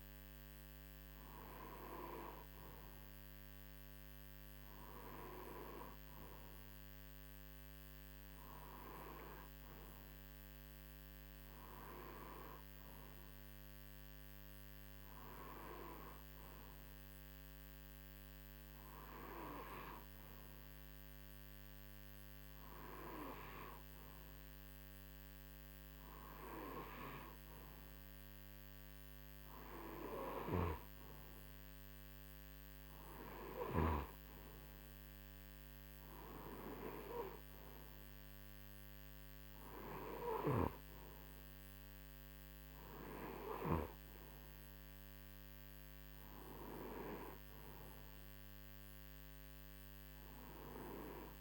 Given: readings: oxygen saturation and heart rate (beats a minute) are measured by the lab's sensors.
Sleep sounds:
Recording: breathing in sleep by a microphone on the trachea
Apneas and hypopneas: none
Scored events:
none scored
From the record:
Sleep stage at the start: N2 (light sleep)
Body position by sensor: on the right side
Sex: male

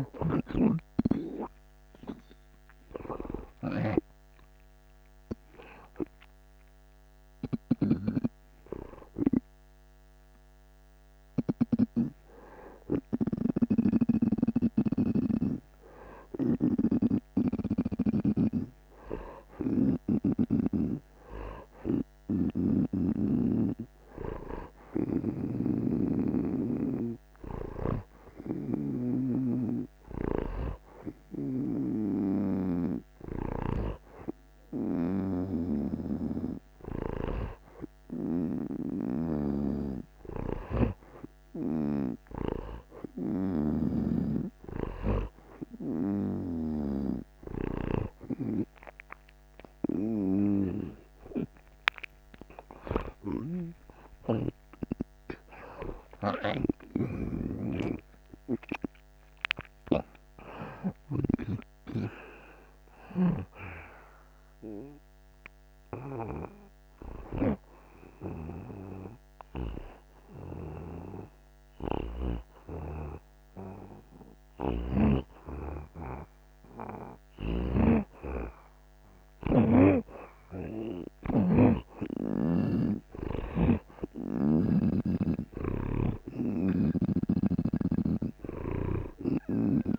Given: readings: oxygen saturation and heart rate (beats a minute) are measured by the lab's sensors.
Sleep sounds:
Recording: breathing in sleep by a microphone on the trachea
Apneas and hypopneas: none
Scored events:
0.00-5.00 s: arousal
0.00-11.50 s: snoring (device-marked)
0.00-17.00 s: oxygen desaturation (device-marked, oxygen 80% lowest)
13.50-20.00 s: snoring (device-marked)
22.00-42.00 s: snoring (device-marked)
52.50-58.50 s: arousal
53.00-61.50 s: snoring (device-marked)
72.50-81.50 s: snoring (device-marked)
83.50-89.99 s: snoring (device-marked)
85.00-89.99 s: oxygen desaturation (device-marked, oxygen 91% before, 83% lowest)
From the record:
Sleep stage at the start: N2 (light sleep)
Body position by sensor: on the right side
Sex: male

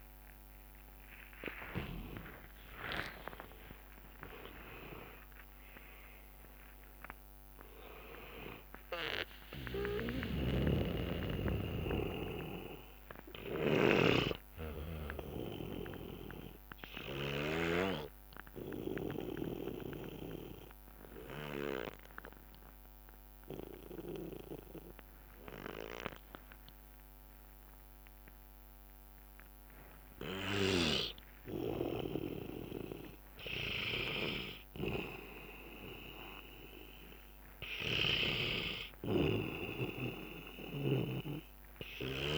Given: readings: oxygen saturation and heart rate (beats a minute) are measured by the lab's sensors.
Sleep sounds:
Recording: a person partly awake in a sleep study, by a microphone on the trachea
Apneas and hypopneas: 1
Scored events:
0.00-6.00 s: tachycardia (device-marked, heart rate 143 extreme)
1.00-3.00 s: long interval between heartbeats (device-marked, heart rate 90 before, 124 extreme)
3.50-5.50 s: long interval between heartbeats (device-marked, heart rate 95 before, 137 extreme)
6.00-42.38 s: new sleep stage, N2 (light sleep)
9.50-17.50 s: snoring (device-marked)
18.00-33.00 s: obstructive apnea (oxygen 99% before, 93% lowest, heart rate 102 before, 59 extreme, up 9 after)
35.00-39.00 s: arousal
35.00-42.38 s: oxygen desaturation (device-marked, oxygen 99% before, 94% lowest, heart rate 64 before, 60 extreme)
From the record:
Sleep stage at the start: awake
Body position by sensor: on the back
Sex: male

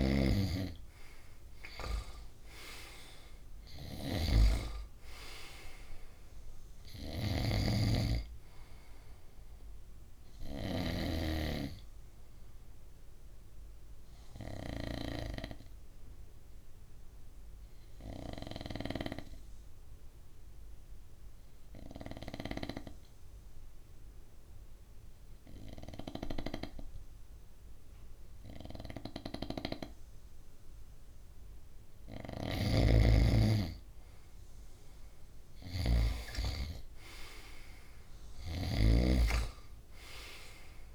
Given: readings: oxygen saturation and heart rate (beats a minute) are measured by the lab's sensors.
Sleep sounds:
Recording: breathing in sleep by a room microphone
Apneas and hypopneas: 1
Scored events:
0.00-4.00 s: snoring (device-marked)
0.00-21.00 s: oxygen desaturation (device-marked, oxygen 93% lowest, heart rate 59 extreme)
12.00-31.00 s: obstructive apnea (oxygen 98% before, 93% lowest, heart rate 65 before, 59 extreme, up 3 after)
32.00-38.50 s: snoring (device-marked)
33.50-37.50 s: arousal
From the record:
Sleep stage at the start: N2 (light sleep)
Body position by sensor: on the right side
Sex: male

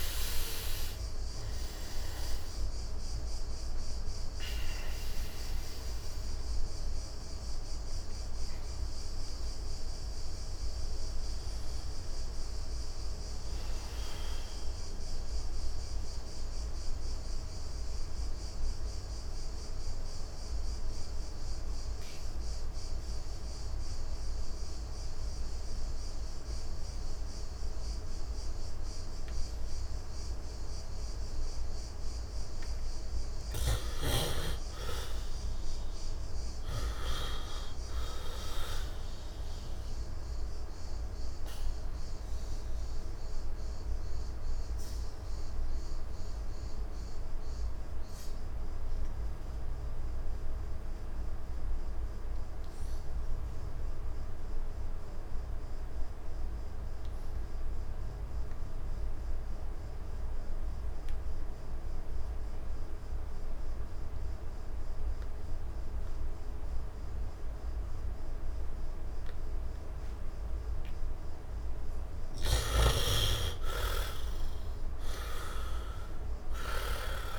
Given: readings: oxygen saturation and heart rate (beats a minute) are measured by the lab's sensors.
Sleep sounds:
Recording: breathing in sleep by a room microphone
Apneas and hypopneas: 2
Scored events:
0.00-1.50 s: arousal
0.00-23.50 s: oxygen desaturation (device-marked, oxygen 44% lowest, heart rate 63 extreme)
15.50-32.50 s: mixed apnea (oxygen 61% before, 44% lowest, heart rate 77 before, 64 extreme, up 14 after)
34.00-38.00 s: arousal
35.50-54.50 s: oxygen desaturation (device-marked, oxygen 100% before, 69% lowest, heart rate 68 before, 64 extreme)
44.00-70.00 s: obstructive apnea (oxygen 100% before, 56% lowest, heart rate 73 before, 64 extreme, up 11 after)
59.50-77.39 s: oxygen desaturation (device-marked, oxygen 97% before, 56% lowest, heart rate 70 before, 63 extreme)
72.00-77.00 s: arousal
From the record:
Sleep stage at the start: N2 (light sleep)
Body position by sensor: on the right side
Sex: male

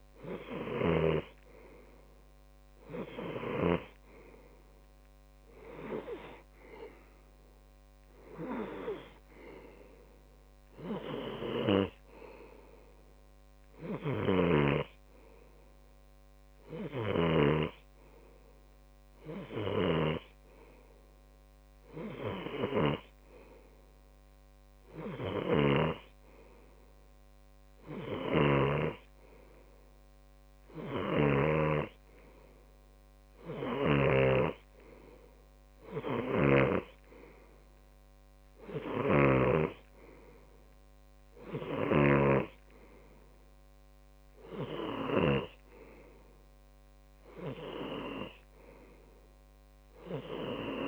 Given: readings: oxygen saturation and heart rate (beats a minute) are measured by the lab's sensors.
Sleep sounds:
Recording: breathing in sleep by a microphone on the trachea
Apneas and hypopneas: none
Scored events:
0.00-2.00 s: snoring (device-marked)
17.50-29.50 s: snoring (device-marked)
31.50-35.00 s: snoring (device-marked)
39.50-43.00 s: snoring (device-marked)
44.50-50.88 s: tachycardia (device-marked)
48.00-50.00 s: long interval between heartbeats (device-marked)
From the record:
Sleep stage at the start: N2 (light sleep)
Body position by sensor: on the left side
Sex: male

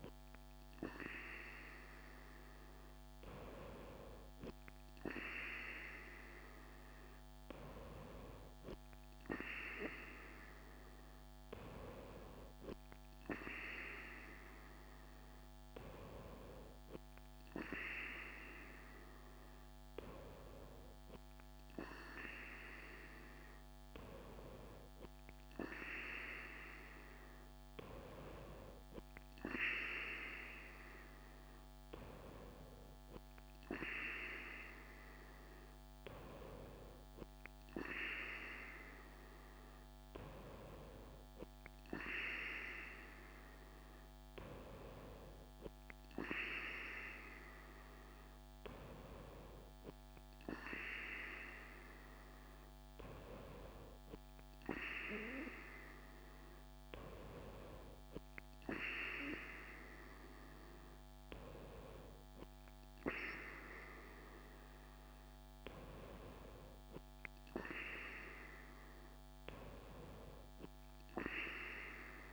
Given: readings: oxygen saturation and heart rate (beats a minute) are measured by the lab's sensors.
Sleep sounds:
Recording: breathing in sleep by a microphone on the trachea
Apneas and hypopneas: none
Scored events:
none scored
From the record:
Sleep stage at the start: N2 (light sleep)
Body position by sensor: on the right side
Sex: female

